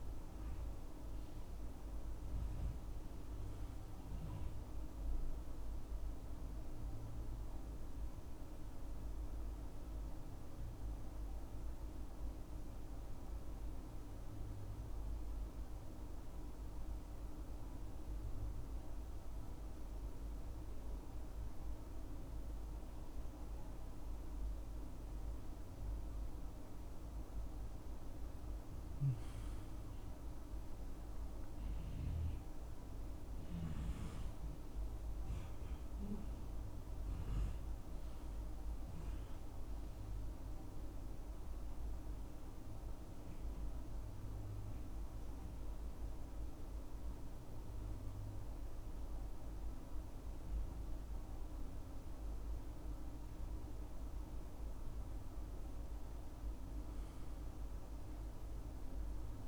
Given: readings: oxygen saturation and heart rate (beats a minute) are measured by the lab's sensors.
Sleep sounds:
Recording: breathing in sleep, hard to hear, by a room microphone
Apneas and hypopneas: 2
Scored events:
0.00-17.50 s: oxygen desaturation (device-marked, oxygen 88% lowest, heart rate 66 extreme)
9.00-26.00 s: central apnea (oxygen 94% before, 88% lowest, heart rate 71 before, 64 extreme, up 9 after)
27.00-31.00 s: arousal
31.50-55.50 s: oxygen desaturation (device-marked, oxygen 98% before, 90% lowest, heart rate 68 before, 64 extreme)
40.00-55.00 s: central apnea (oxygen 98% before, 89% lowest, heart rate 71 before, 64 extreme, up 5 after)
56.50-59.48 s: arousal
From the record:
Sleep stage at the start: N2 (light sleep)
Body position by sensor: on the back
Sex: male

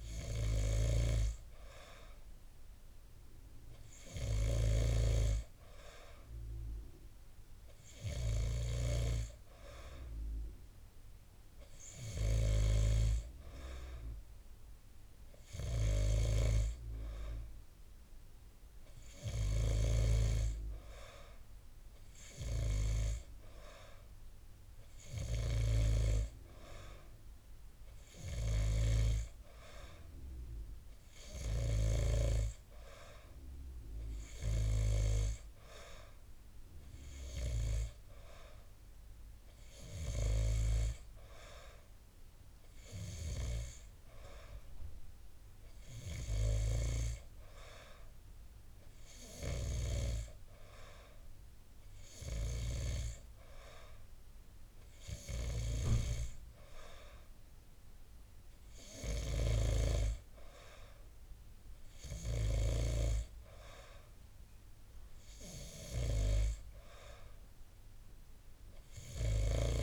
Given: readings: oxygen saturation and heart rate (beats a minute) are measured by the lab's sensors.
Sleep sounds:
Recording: breathing in sleep by a room microphone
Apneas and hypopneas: none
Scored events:
none scored
From the record:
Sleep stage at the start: N2 (light sleep)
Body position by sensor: on the back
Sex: male

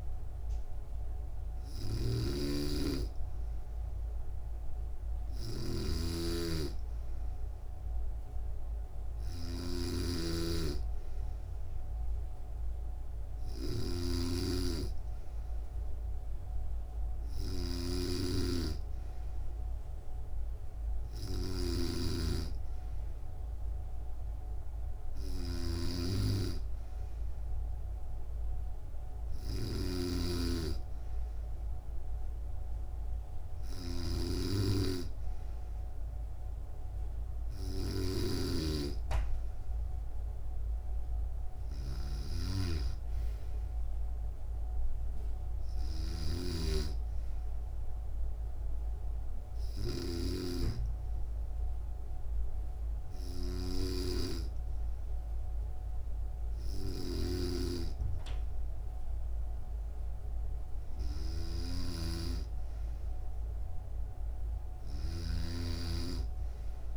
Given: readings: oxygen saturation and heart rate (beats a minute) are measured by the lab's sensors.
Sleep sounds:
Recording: breathing in sleep by a room microphone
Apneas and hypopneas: none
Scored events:
0.00-66.96 s: snoring (device-marked)
23.00-27.00 s: bradycardia (device-marked, heart rate 69 before, 57 extreme)
From the record:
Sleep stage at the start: N2 (light sleep)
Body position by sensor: on the back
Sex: female

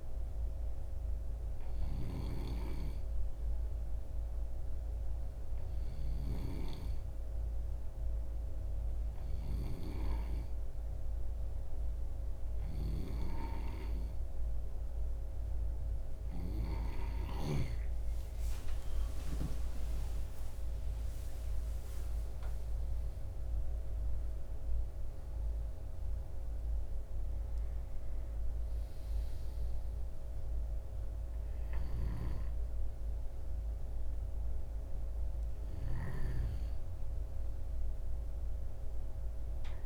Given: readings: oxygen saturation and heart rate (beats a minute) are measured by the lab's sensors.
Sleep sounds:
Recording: breathing in sleep by a room microphone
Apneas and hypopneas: 1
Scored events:
5.50-17.00 s: hypopnea (oxygen 94% before, 90% lowest)
19.00-24.00 s: arousal
From the record:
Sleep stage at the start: N2 (light sleep)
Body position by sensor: on the left side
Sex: male

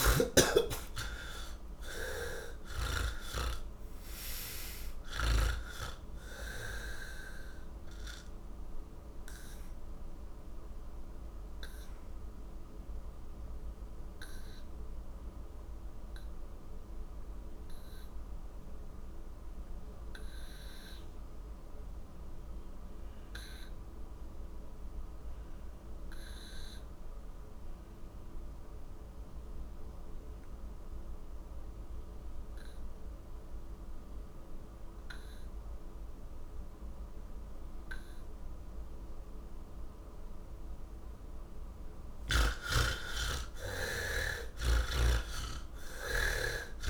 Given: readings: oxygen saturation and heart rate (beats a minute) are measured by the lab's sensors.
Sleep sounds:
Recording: breathing in sleep by a room microphone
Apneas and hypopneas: 1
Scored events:
0.00-3.00 s: snoring (device-marked)
0.00-25.00 s: oxygen desaturation (device-marked, oxygen 66% lowest, heart rate 45 extreme)
10.00-39.00 s: mixed apnea (oxygen 93% before, 66% lowest, heart rate 110 before, 59 extreme, up 32 after)
27.00-46.90 s: oxygen desaturation (device-marked, oxygen 97% before, 70% lowest, heart rate 118 before, 59 extreme)
44.50-46.90 s: snoring (device-marked)
From the record:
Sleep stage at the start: N3 (deep sleep)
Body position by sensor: on the back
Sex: male

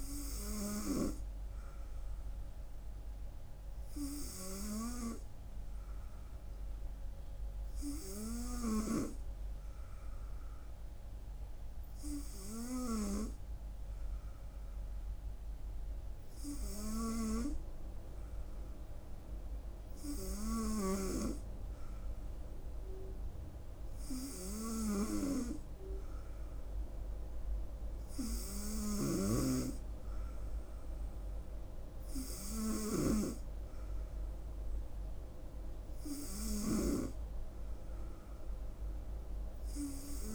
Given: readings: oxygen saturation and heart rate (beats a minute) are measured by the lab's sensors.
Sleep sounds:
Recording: breathing in sleep by a room microphone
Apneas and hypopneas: none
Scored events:
none scored
From the record:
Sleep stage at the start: N3 (deep sleep)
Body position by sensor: on the right side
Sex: female

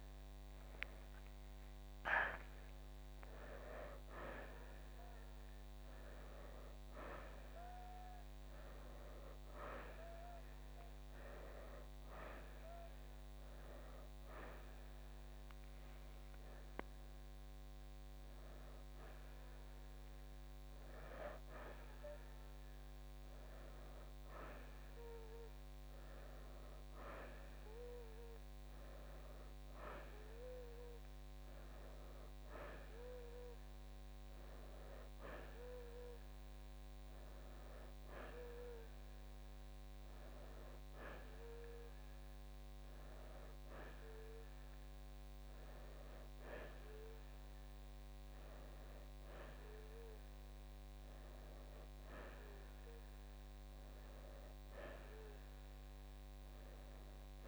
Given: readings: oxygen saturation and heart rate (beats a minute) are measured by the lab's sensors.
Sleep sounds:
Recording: a person awake in a sleep study, by a microphone on the trachea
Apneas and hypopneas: none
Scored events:
30.00-57.48 s: new sleep stage, N1 (lightest sleep)
From the record:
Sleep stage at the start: awake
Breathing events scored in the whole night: 207 in 4.2 hours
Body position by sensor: on the right side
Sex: male

